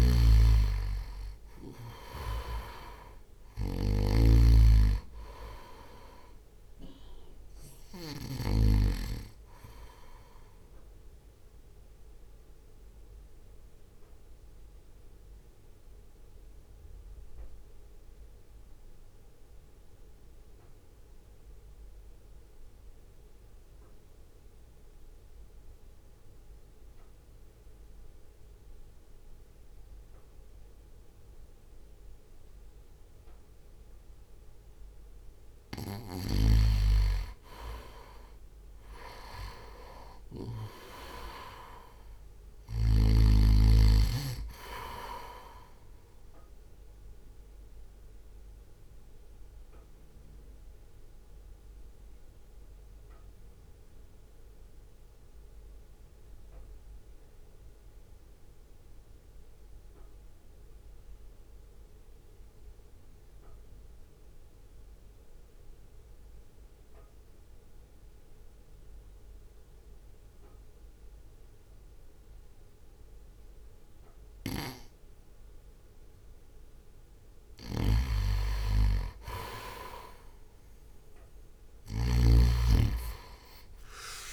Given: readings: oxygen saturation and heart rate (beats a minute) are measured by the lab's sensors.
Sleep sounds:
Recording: breathing in sleep by a room microphone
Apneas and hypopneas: 2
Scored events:
0.00-1.50 s: arousal
0.00-8.50 s: snoring (device-marked)
1.00-14.00 s: drop in pulse transit time (device-marked, heart rate 60 before, 52 extreme)
13.50-37.00 s: mixed apnea (oxygen 98% before, 90% lowest, heart rate 56 before, 47 extreme, up 3 after)
22.00-30.00 s: oxygen desaturation (device-marked, oxygen 93% before, 90% lowest, heart rate 54 before, 47 extreme)
39.00-43.00 s: arousal
41.00-51.00 s: drop in pulse transit time (device-marked, heart rate 60 before, 47 extreme)
41.00-54.00 s: oxygen desaturation (device-marked, oxygen 98% before, 93% lowest, heart rate 60 before, 48 extreme)
47.00-78.00 s: mixed apnea (oxygen 98% before, 91% lowest, heart rate 58 before, 50 extreme, up 3 after)
56.00-68.00 s: oxygen desaturation (device-marked, oxygen 96% before, 91% lowest, heart rate 54 before, 50 extreme)
77.50-82.00 s: snoring (device-marked)
79.00-84.33 s: oxygen desaturation (device-marked, oxygen 97% before, 93% lowest, heart rate 59 before, 50 extreme)
From the record:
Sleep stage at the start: N2 (light sleep)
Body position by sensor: on the right side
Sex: male

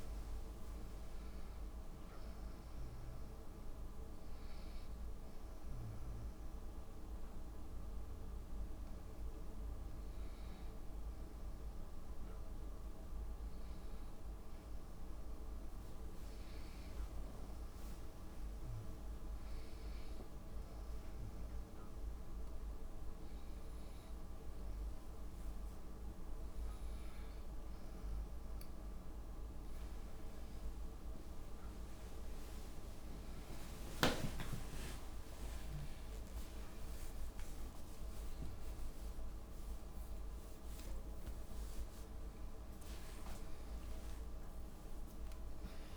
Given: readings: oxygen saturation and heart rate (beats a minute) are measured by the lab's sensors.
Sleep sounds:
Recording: breathing in sleep, hard to hear, by a room microphone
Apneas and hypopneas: 1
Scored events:
0.00-1.50 s: arousal
5.00-13.00 s: oxygen desaturation (device-marked, oxygen 93% before, 89% lowest)
20.00-30.50 s: hypopnea (oxygen 96% before, 89% lowest)
33.00-37.00 s: arousal
40.00-45.97 s: new sleep stage, N1 (lightest sleep)
From the record:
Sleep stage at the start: N2 (light sleep)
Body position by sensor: on the left side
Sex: female

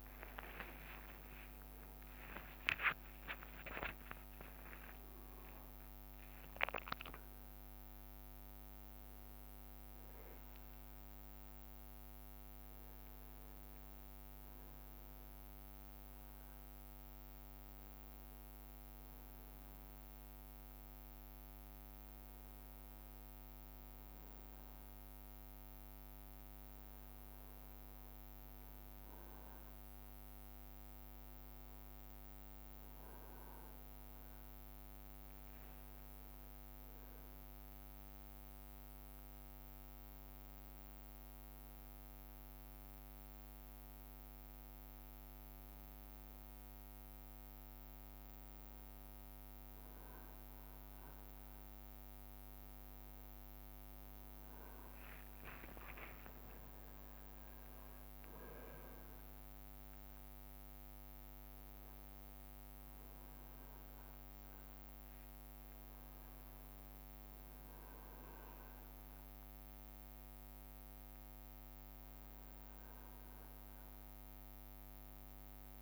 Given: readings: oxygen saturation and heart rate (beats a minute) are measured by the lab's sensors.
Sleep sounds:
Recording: a person partly awake in a sleep study, hard to hear, by a microphone on the trachea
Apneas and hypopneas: none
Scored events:
0.00-7.00 s: leg movement (device-marked)
0.00-75.82 s: bradycardia (device-marked)
5.00-7.00 s: long interval between heartbeats (device-marked)
8.50-17.00 s: leg movement (device-marked)
9.00-10.00 s: drop in pulse transit time (device-marked)
18.00-25.00 s: leg movement (device-marked)
21.00-75.82 s: new sleep stage, N1 (lightest sleep)
26.00-27.00 s: leg movement (device-marked)
27.00-35.50 s: leg movement (device-marked)
38.50-47.00 s: leg movement (device-marked)
55.50-61.50 s: leg movement (device-marked)
56.00-60.50 s: arousal
64.50-66.00 s: leg movement (device-marked)
71.00-75.82 s: leg movement (device-marked)
From the record:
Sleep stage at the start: awake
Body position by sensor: on the back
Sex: male

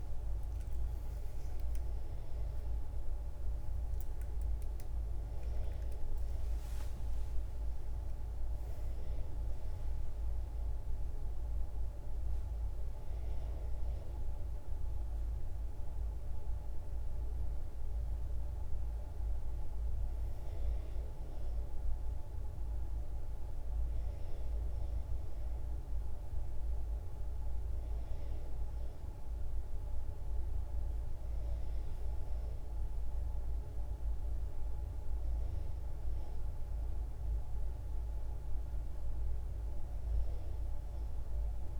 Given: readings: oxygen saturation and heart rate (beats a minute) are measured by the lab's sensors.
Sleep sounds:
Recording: breathing in sleep, hard to hear, by a room microphone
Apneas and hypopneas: none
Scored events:
none scored
From the record:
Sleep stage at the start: N2 (light sleep)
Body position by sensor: on the back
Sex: female

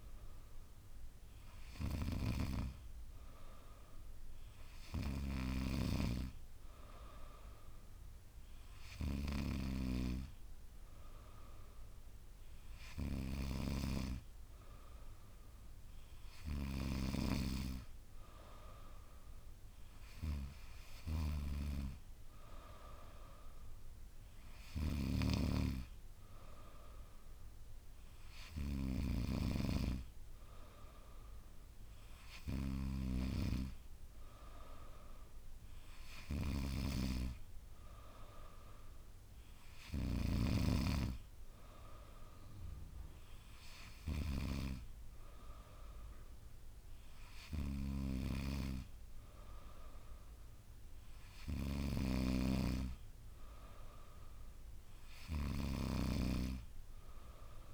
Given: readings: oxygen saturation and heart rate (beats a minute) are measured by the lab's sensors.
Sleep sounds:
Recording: breathing in sleep by a room microphone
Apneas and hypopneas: none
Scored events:
none scored
From the record:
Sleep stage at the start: N3 (deep sleep)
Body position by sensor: on the back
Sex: female

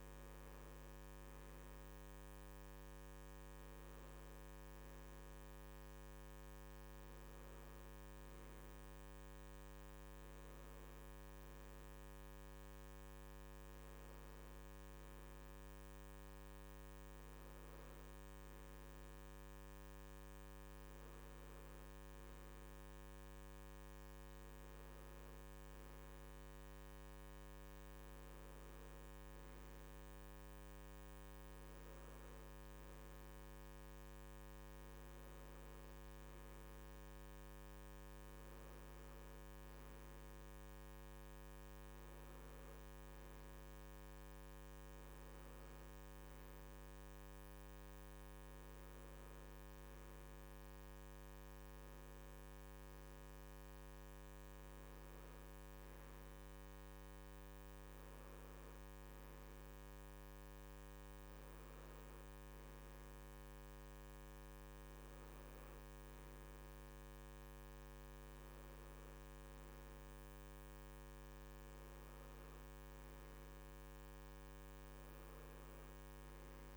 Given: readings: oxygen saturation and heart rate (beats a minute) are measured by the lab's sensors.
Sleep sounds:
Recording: breathing in sleep, hard to hear, by a microphone on the trachea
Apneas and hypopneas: none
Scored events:
none scored
From the record:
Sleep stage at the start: N3 (deep sleep)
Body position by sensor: on the right side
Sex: male

